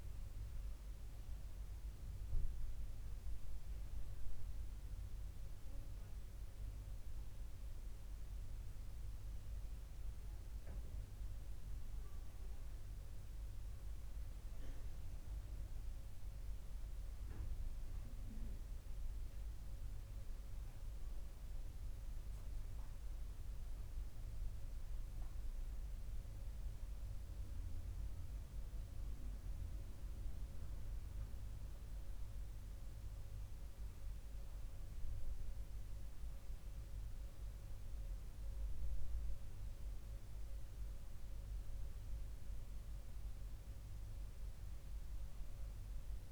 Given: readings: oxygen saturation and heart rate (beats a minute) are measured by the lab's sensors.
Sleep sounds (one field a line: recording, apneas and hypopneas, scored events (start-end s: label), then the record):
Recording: breathing in sleep, hard to hear, by a room microphone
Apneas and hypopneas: none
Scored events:
15.00-46.32 s: new sleep stage, N2 (light sleep)
31.50-33.50 s: long interval between heartbeats (device-marked, heart rate 69 before, 69 extreme)
From the record:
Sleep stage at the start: N1 (lightest sleep)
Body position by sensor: on the back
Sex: male